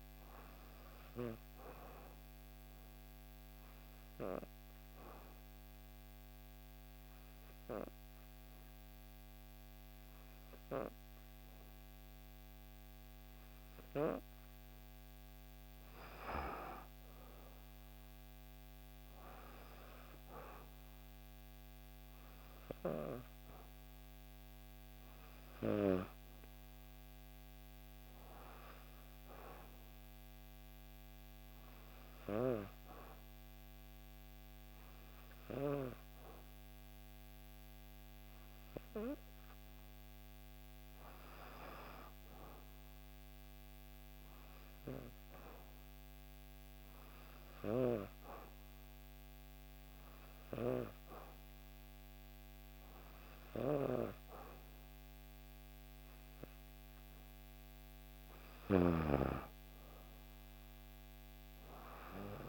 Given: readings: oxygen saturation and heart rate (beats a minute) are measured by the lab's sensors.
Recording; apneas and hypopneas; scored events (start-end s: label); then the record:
breathing in sleep by a microphone on the trachea; 2
0.00-13.50 s: oxygen desaturation (device-marked, oxygen 91% lowest, heart rate 58 extreme)
3.00-14.00 s: obstructive apnea (oxygen 97% before, 91% lowest, heart rate 61 before, 58 extreme, up 4 after)
16.00-19.50 s: arousal
43.50-56.00 s: hypopnea (oxygen 96% before, 92% lowest, heart rate 60 before, 59 extreme, up 2 after)
58.50-62.48 s: arousal
From the record:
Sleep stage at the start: N2 (light sleep); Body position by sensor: on the back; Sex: female